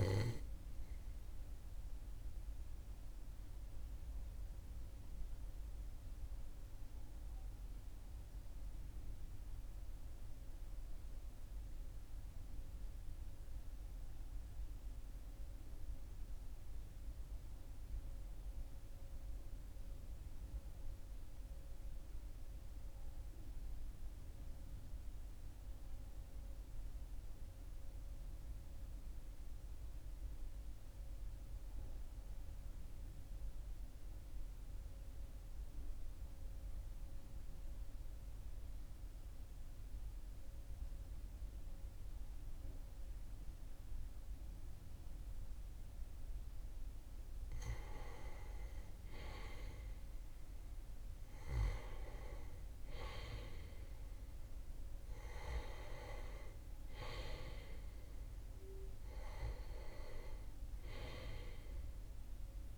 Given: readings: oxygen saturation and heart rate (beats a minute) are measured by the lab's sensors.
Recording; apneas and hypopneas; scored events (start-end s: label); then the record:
breathing in sleep by a room microphone; 1
0.00-12.00 s: oxygen desaturation (device-marked, oxygen 92% lowest, heart rate 39 extreme)
2.50-47.00 s: obstructive apnea (oxygen 97% before, 92% lowest, heart rate 42 before, 39 extreme, up 3 after)
36.00-56.00 s: oxygen desaturation (device-marked, oxygen 99% before, 95% lowest, heart rate 40 before, 40 extreme)
55.50-61.00 s: arousal
From the record:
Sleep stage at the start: N2 (light sleep); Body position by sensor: on the back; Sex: male